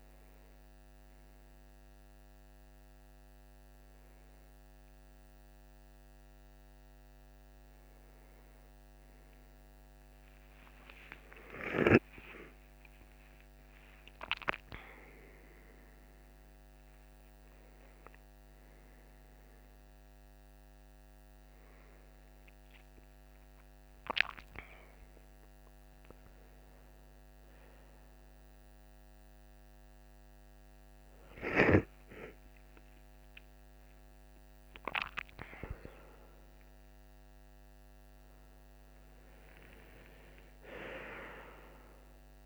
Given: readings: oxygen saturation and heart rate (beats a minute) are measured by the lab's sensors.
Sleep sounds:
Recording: a person awake in a sleep study, by a microphone on the trachea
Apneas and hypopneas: none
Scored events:
0.50-30.50 s: new sleep stage, awake
30.50-42.46 s: new sleep stage, N2 (light sleep)
From the record:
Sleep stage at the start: N1 (lightest sleep)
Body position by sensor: on the right side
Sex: male

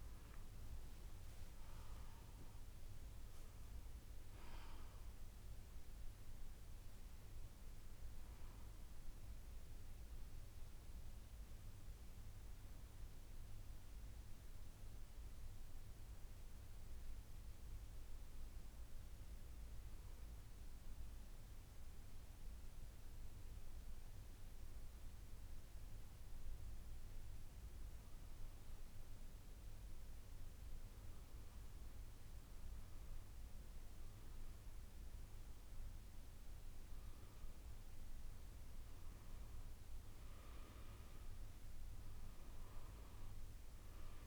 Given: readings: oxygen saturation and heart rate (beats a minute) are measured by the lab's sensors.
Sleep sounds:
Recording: breathing in sleep, hard to hear, by a room microphone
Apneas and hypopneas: none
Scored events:
none scored
From the record:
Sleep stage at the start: N2 (light sleep)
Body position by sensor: on the back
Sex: female

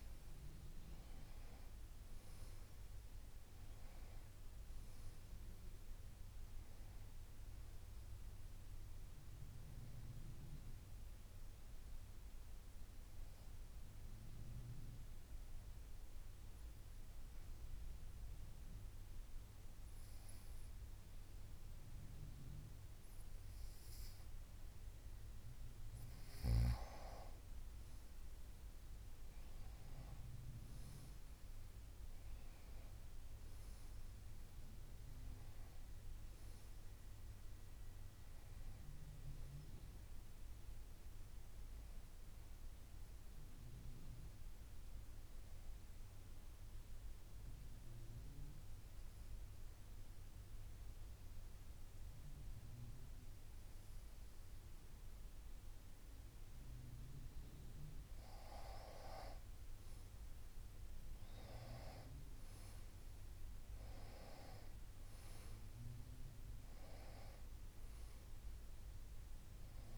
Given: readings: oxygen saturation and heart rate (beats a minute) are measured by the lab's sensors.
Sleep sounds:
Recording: breathing in sleep by a room microphone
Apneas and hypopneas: 2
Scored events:
1.50-20.50 s: oxygen desaturation (device-marked, oxygen 96% before, 92% lowest, heart rate 66 before, 52 extreme)
12.00-25.50 s: obstructive apnea (oxygen 96% before, 92% lowest, heart rate 70 before, 52 extreme, up 27 after)
27.00-31.00 s: arousal
35.50-51.50 s: oxygen desaturation (device-marked, oxygen 97% before, 93% lowest, heart rate 65 before, 54 extreme)
45.50-57.00 s: obstructive apnea (oxygen 97% before, 93% lowest, heart rate 69 before, 52 extreme, up 8 after)
58.50-62.50 s: arousal
67.50-69.98 s: oxygen desaturation (device-marked, oxygen 97% before, 93% lowest, heart rate 59 before, 52 extreme)
From the record:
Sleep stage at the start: N2 (light sleep)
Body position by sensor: on the back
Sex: female

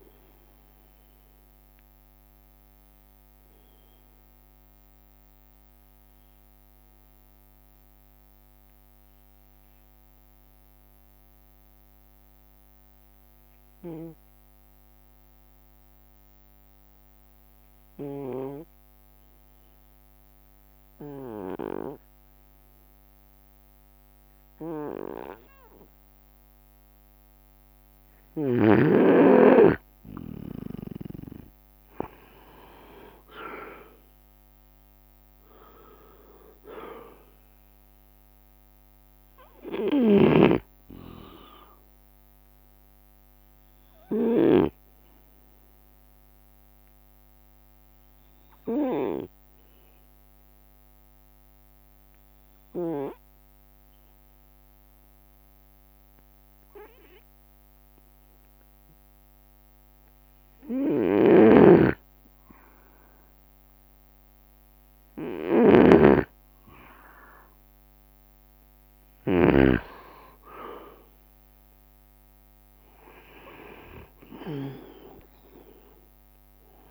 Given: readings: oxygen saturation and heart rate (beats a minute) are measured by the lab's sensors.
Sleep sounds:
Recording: breathing in sleep by a microphone on the trachea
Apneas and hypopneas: 2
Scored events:
0.00-5.00 s: oxygen desaturation (device-marked, oxygen 89% lowest, heart rate 64 extreme)
1.50-29.00 s: obstructive apnea (oxygen 96% before, 89% lowest, heart rate 68 before, 64 extreme, up 5 after)
27.00-58.00 s: oxygen desaturation (device-marked, oxygen 99% before, 94% lowest, heart rate 65 before, 66 extreme)
31.50-35.50 s: arousal
32.00-44.00 s: drop in pulse transit time (device-marked, heart rate 66 before, 67 extreme)
32.50-34.00 s: leg movement (device-marked)
37.50-40.00 s: leg movement (device-marked)
40.50-45.00 s: snoring (device-marked)
43.00-62.50 s: obstructive apnea (oxygen 99% before, 93% lowest, heart rate 68 before, 66 extreme, up 14 after)
49.50-51.50 s: long interval between heartbeats (device-marked, heart rate 69 before, 76 extreme)
61.50-76.91 s: snoring (device-marked)
70.00-76.91 s: leg movement (device-marked)
71.00-75.50 s: arousal
From the record:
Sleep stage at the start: N2 (light sleep)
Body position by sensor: on the right side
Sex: male

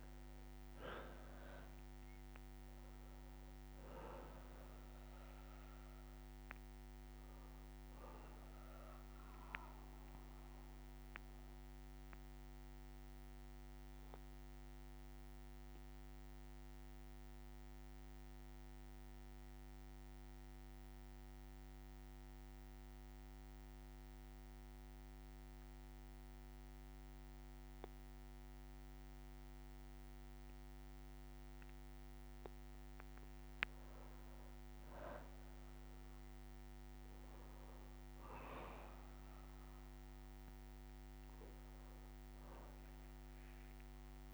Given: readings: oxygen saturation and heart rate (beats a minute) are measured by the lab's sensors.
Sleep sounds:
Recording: breathing in sleep, hard to hear, by a microphone on the trachea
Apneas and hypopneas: 1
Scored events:
0.00-2.00 s: arousal
0.00-20.00 s: oxygen desaturation (device-marked, oxygen 90% lowest, heart rate 59 extreme)
10.50-30.50 s: obstructive apnea (oxygen 98% before, 90% lowest, heart rate 64 before, 59 extreme, up 5 after)
13.00-15.00 s: bradycardia (device-marked, heart rate 64 before, 61 extreme)
33.00-36.50 s: arousal
36.00-44.33 s: oxygen desaturation (device-marked, oxygen 99% before, 94% lowest, heart rate 61 before, 60 extreme)
From the record:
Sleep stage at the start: N2 (light sleep)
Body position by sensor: on the back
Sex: male

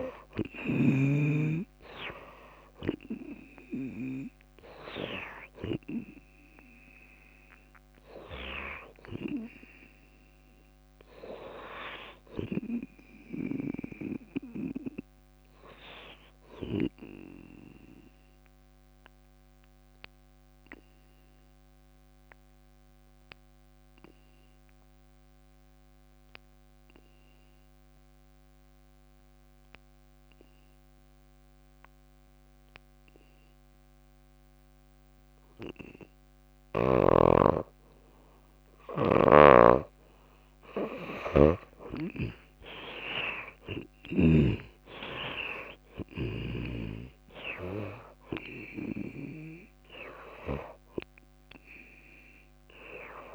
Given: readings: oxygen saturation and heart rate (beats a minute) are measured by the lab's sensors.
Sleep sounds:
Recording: breathing in sleep by a microphone on the trachea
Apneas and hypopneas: 1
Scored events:
0.00-18.50 s: oxygen desaturation (device-marked, oxygen 78% lowest, heart rate 55 extreme)
18.00-36.50 s: obstructive apnea (oxygen 94% before, 81% lowest, heart rate 61 before, 53 extreme, up 11 after)
34.50-53.35 s: oxygen desaturation (device-marked, oxygen 97% before, 81% lowest, heart rate 58 before, 53 extreme)
38.50-41.50 s: arousal
39.00-44.50 s: snoring (device-marked)
From the record:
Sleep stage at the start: N2 (light sleep)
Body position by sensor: on the back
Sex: female

